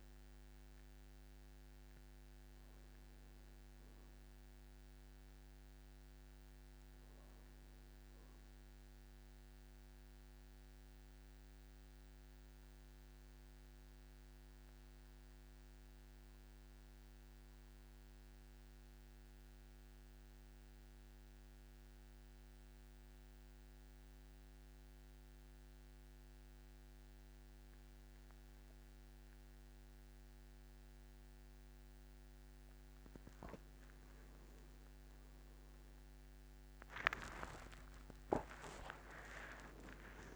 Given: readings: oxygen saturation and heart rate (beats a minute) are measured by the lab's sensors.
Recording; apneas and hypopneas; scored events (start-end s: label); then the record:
breathing in sleep by a microphone on the trachea; 1
0.00-18.50 s: oxygen desaturation (device-marked, oxygen 89% lowest, heart rate 49 extreme)
10.00-33.00 s: mixed apnea (oxygen 98% before, 89% lowest, heart rate 58 before, 49 extreme)
36.50-40.36 s: new sleep stage, N1 (lightest sleep)
36.50-40.36 s: tachycardia (device-marked, heart rate 57 before, 119 extreme)
37.00-40.36 s: arousal
37.50-39.50 s: long interval between heartbeats (device-marked, heart rate 52 before, 86 extreme)
37.50-40.36 s: oxygen desaturation (device-marked, oxygen 99% before, 91% lowest, heart rate 52 before, 48 extreme)
From the record:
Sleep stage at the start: N2 (light sleep); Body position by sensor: on the back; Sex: male